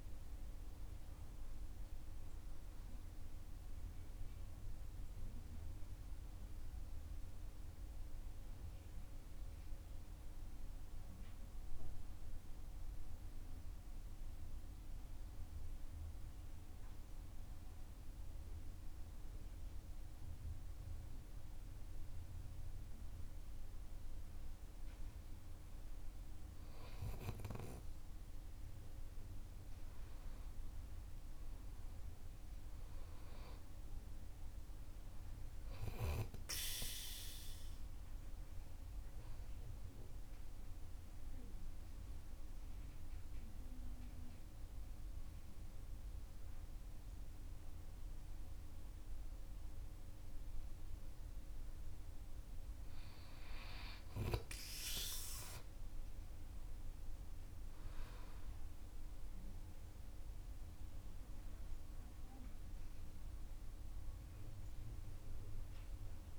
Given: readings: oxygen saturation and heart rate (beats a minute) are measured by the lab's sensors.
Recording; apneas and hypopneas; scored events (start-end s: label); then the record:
breathing in sleep by a room microphone; 2
0.00-2.00 s: arousal
14.00-24.00 s: central apnea (oxygen 97% before, 93% lowest, heart rate 55 before, 49 extreme, up 13 after)
26.50-33.50 s: oxygen desaturation (device-marked, oxygen 96% before, 93% lowest, heart rate 51 before, 49 extreme)
27.50-31.00 s: arousal
39.50-52.00 s: obstructive apnea (oxygen 97% before, 93% lowest, heart rate 54 before, 48 extreme, up 11 after)
45.50-57.50 s: oxygen desaturation (device-marked, oxygen 97% before, 93% lowest, heart rate 55 before, 48 extreme)
57.50-62.50 s: arousal
From the record:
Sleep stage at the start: N2 (light sleep); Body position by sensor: on the right side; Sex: male